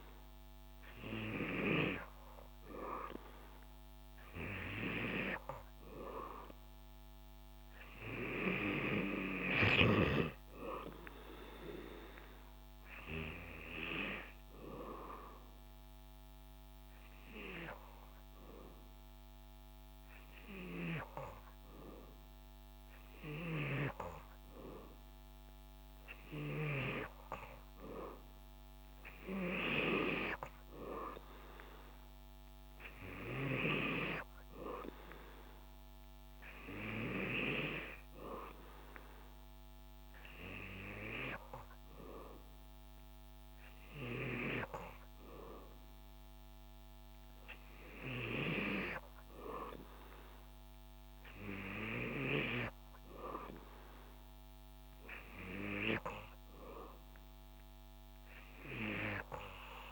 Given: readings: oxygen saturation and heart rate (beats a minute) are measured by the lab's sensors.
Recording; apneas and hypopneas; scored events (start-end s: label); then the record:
breathing in sleep by a microphone on the trachea; 1
14.50-26.00 s: hypopnea (oxygen 95% before, 93% lowest, heart rate 81 before, 73 extreme, up 8 after)
31.50-34.50 s: arousal
34.00-46.00 s: oxygen desaturation (device-marked, oxygen 96% before, 93% lowest, heart rate 78 before, 76 extreme)
From the record:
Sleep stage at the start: N3 (deep sleep); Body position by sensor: on the back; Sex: male